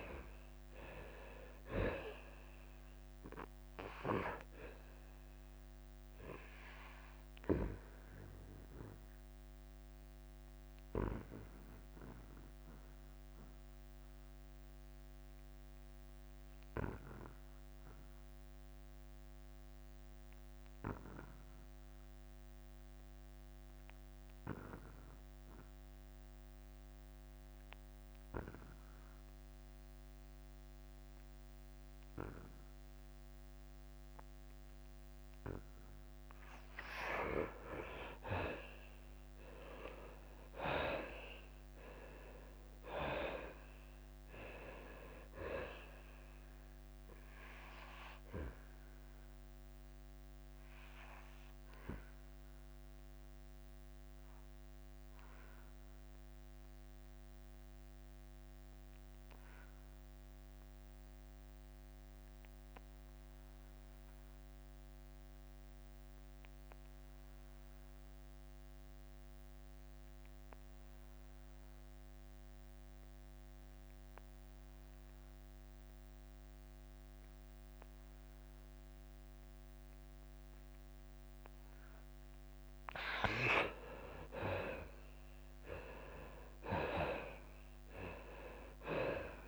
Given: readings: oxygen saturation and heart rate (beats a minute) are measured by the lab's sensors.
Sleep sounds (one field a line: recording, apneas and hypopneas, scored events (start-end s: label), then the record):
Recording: breathing in sleep by a microphone on the trachea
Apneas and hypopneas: 2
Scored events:
0.00-3.50 s: arousal
0.00-11.00 s: drop in pulse transit time (device-marked, heart rate 86 extreme)
0.00-27.00 s: oxygen desaturation (device-marked, oxygen 77% lowest, heart rate 85 extreme)
10.50-37.50 s: obstructive apnea (oxygen 98% before, 72% lowest, heart rate 89 before, 85 extreme, up 11 after)
36.00-67.00 s: oxygen desaturation (device-marked, oxygen 98% before, 72% lowest, heart rate 89 before, 78 extreme)
39.00-53.00 s: drop in pulse transit time (device-marked, heart rate 88 before, 90 extreme)
39.50-44.00 s: arousal
48.50-83.50 s: obstructive apnea (oxygen 98% before, 72% lowest, heart rate 90 before, 78 extreme, up 15 after)
85.00-89.48 s: drop in pulse transit time (device-marked, heart rate 85 before, 90 extreme)
85.00-89.48 s: oxygen desaturation (device-marked, oxygen 97% before, 74% lowest, heart rate 85 before, 83 extreme)
85.50-89.00 s: arousal
From the record:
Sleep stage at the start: N2 (light sleep)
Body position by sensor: on the back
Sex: male